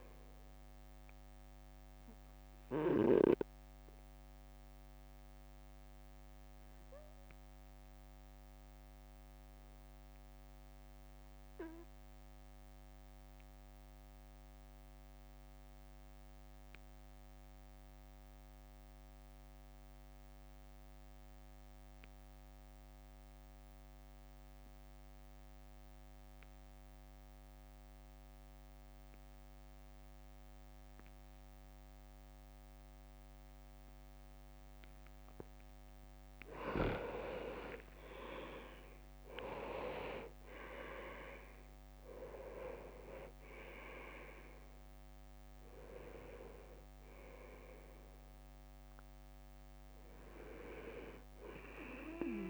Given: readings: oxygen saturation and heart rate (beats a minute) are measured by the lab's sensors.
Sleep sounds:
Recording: breathing in sleep by a microphone on the trachea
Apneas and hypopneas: 1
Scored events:
0.00-4.00 s: drop in pulse transit time (device-marked, heart rate 53 extreme)
3.00-35.00 s: obstructive apnea (oxygen 100% before, 94% lowest, heart rate 56 before, 51 extreme, up 7 after)
10.00-23.00 s: oxygen desaturation (device-marked, oxygen 97% before, 94% lowest, heart rate 56 before, 52 extreme)
38.00-42.00 s: arousal
39.00-52.50 s: oxygen desaturation (device-marked, oxygen 99% before, 95% lowest, heart rate 54 before, 53 extreme)
40.00-52.50 s: drop in pulse transit time (device-marked, heart rate 54 before, 57 extreme)
41.00-43.00 s: leg movement (device-marked)
From the record:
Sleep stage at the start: N2 (light sleep)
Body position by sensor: on the right side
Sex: male

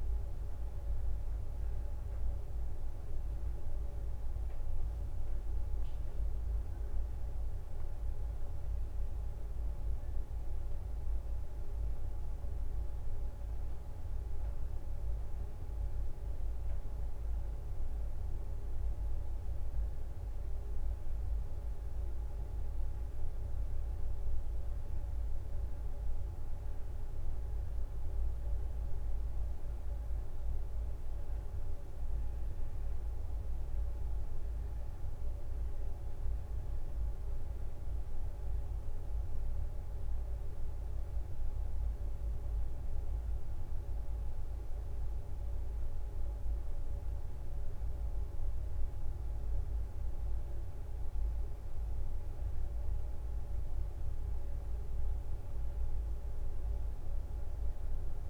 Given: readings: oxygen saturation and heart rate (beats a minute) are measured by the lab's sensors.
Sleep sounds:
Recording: a person awake in a sleep study, hard to hear, by a room microphone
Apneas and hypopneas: 1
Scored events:
0.00-7.00 s: oxygen desaturation (device-marked, oxygen 94% lowest, heart rate 63 extreme)
12.50-25.50 s: hypopnea (oxygen 98% before, 92% lowest, heart rate 64 before, 64 extreme, up 1 after)
20.00-52.00 s: oxygen desaturation (device-marked, oxygen 96% before, 92% lowest, heart rate 64 before, 61 extreme)
From the record:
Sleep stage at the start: awake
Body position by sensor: on the right side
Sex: female

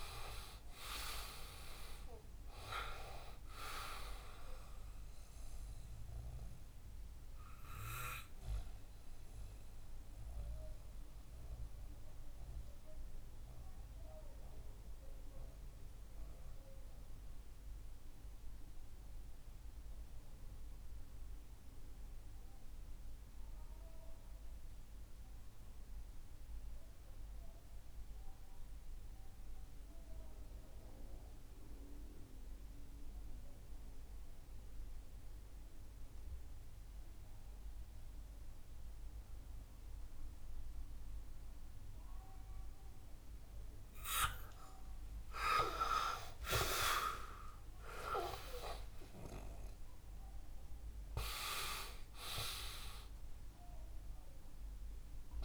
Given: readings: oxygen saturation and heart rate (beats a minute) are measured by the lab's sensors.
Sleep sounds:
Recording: breathing in sleep by a room microphone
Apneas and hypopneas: 1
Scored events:
0.00-26.50 s: oxygen desaturation (device-marked, oxygen 79% lowest, heart rate 60 extreme)
6.00-43.00 s: mixed apnea (oxygen 99% before, 79% lowest, heart rate 68 before, 59 extreme, up 12 after)
40.50-55.45 s: oxygen desaturation (device-marked, oxygen 99% before, 82% lowest, heart rate 63 before, 56 extreme)
43.50-49.00 s: arousal
From the record:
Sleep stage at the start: REM sleep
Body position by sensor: on the back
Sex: male

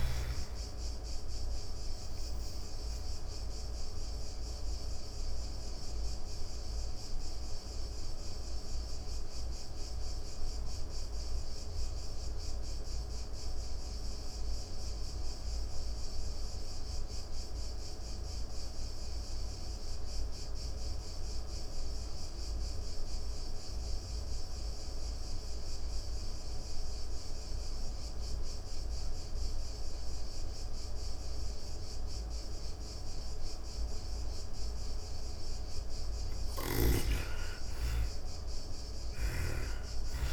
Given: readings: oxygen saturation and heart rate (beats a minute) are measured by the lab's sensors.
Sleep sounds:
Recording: breathing in sleep, hard to hear, by a room microphone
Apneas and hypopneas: 1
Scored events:
0.00-19.50 s: oxygen desaturation (device-marked, oxygen 72% lowest, heart rate 25 extreme)
0.50-33.50 s: obstructive apnea (oxygen 98% before, 72% lowest)
31.50-40.33 s: oxygen desaturation (device-marked, oxygen 99% before, 76% lowest)
35.00-40.33 s: snoring (device-marked)
35.50-39.00 s: arousal
From the record:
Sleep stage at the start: N2 (light sleep)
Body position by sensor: on the back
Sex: female

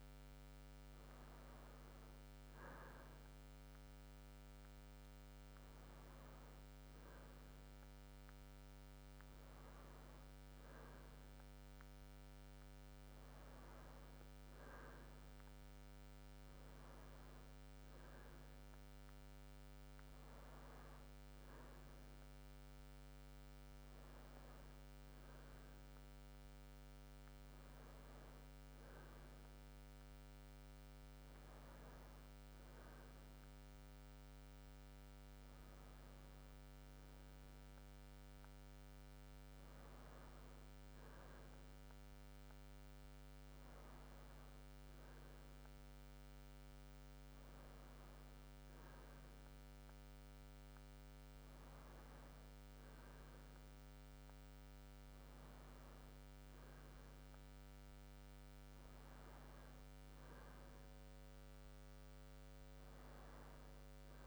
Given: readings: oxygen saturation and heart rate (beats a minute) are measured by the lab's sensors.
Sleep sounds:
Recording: a person awake in a sleep study, hard to hear, by a microphone on the trachea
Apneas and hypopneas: none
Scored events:
none scored
From the record:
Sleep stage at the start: awake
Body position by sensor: on the right side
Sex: male

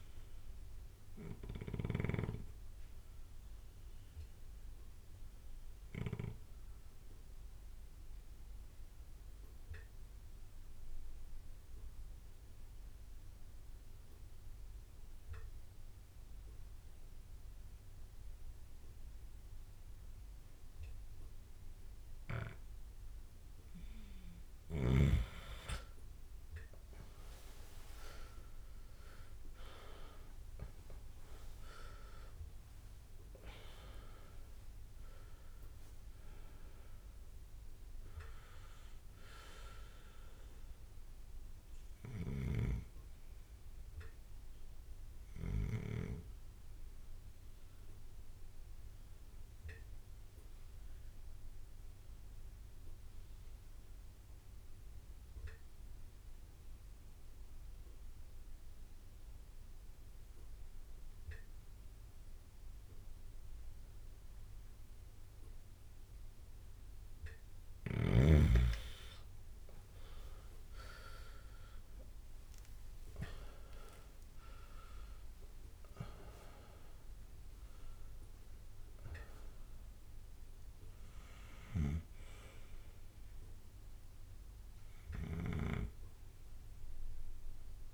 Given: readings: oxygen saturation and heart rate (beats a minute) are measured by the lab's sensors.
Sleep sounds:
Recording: breathing in sleep by a room microphone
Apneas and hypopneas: 2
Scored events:
0.00-2.00 s: snoring (device-marked)
0.00-8.00 s: drop in pulse transit time (device-marked, heart rate 61 extreme)
0.00-15.00 s: oxygen desaturation (device-marked, oxygen 93% lowest, heart rate 54 extreme)
0.50-2.50 s: long interval between heartbeats (device-marked, heart rate 63 before, 83 extreme)
2.00-23.00 s: obstructive apnea (oxygen 98% before, 92% lowest, heart rate 66 before, 54 extreme, up 14 after)
2.50-4.50 s: long interval between heartbeats (device-marked, heart rate 66 before, 79 extreme)
5.00-10.00 s: bradycardia (device-marked)
13.50-15.50 s: long interval between heartbeats (device-marked, heart rate 72 before, 64 extreme)
17.00-19.00 s: long interval between heartbeats (device-marked, heart rate 69 before, 70 extreme)
22.00-24.00 s: long interval between heartbeats (device-marked, heart rate 65 before, 68 extreme)
24.50-26.50 s: long interval between heartbeats (device-marked, heart rate 64 before, 67 extreme)
26.00-45.00 s: oxygen desaturation (device-marked, oxygen 99% before, 92% lowest, heart rate 63 before, 52 extreme)
28.00-33.00 s: arousal
29.00-44.00 s: drop in pulse transit time (device-marked, heart rate 64 before, 66 extreme)
30.00-32.00 s: long interval between heartbeats (device-marked, heart rate 65 before, 75 extreme)
35.00-37.00 s: long interval between heartbeats (device-marked, heart rate 70 before, 97 extreme)
38.50-40.50 s: long interval between heartbeats (device-marked, heart rate 74 before, 98 extreme)
41.50-43.50 s: long interval between heartbeats (device-marked, heart rate 79 before, 77 extreme)
45.50-47.50 s: long interval between heartbeats (device-marked, heart rate 82 before, 87 extreme)
48.00-66.50 s: obstructive apnea (oxygen 98% before, 91% lowest, heart rate 85 before, 47 extreme, up 60 after)
49.00-51.00 s: long interval between heartbeats (device-marked, heart rate 87 before, 104 extreme)
50.00-60.00 s: drop in pulse transit time (device-marked, heart rate 88 before, 66 extreme)
53.00-55.00 s: long interval between heartbeats (device-marked, heart rate 92 before, 85 extreme)
56.50-58.50 s: long interval between heartbeats (device-marked, heart rate 91 before, 69 extreme)
60.00-67.00 s: bradycardia (device-marked, heart rate 31 before, 52 extreme)
68.00-70.00 s: long interval between heartbeats (device-marked, heart rate 75 before, 59 extreme)
70.00-74.50 s: arousal
71.00-73.00 s: long interval between heartbeats (device-marked, heart rate 69 before, 79 extreme)
71.00-84.00 s: drop in pulse transit time (device-marked, heart rate 69 before, 56 extreme)
73.50-75.50 s: long interval between heartbeats (device-marked, heart rate 68 before, 109 extreme)
75.50-77.50 s: long interval between heartbeats (device-marked, heart rate 70 before, 130 extreme)
76.00-87.93 s: oxygen desaturation (device-marked, oxygen 98% before, 91% lowest)
80.00-87.93 s: bradycardia (device-marked, heart rate 35 before, 47 extreme)
From the record:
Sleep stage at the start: N2 (light sleep)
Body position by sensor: on the left side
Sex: male

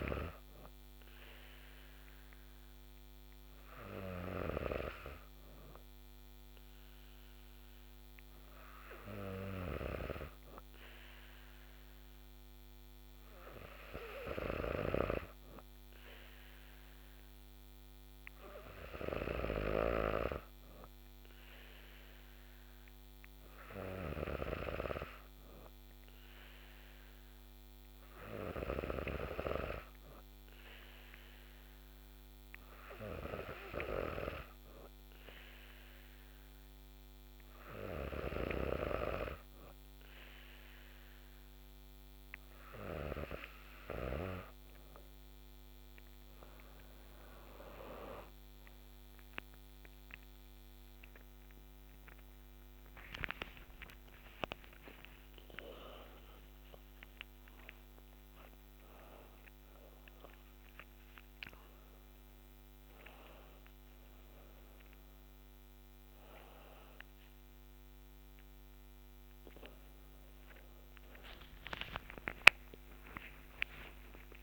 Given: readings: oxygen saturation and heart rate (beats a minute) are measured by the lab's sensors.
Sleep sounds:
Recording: breathing in sleep by a microphone on the trachea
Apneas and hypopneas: none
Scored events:
14.50-20.00 s: snoring (device-marked)
56.50-74.43 s: new sleep stage, N2 (light sleep)
71.00-74.43 s: arousal
From the record:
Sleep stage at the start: N3 (deep sleep)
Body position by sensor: on the back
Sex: female

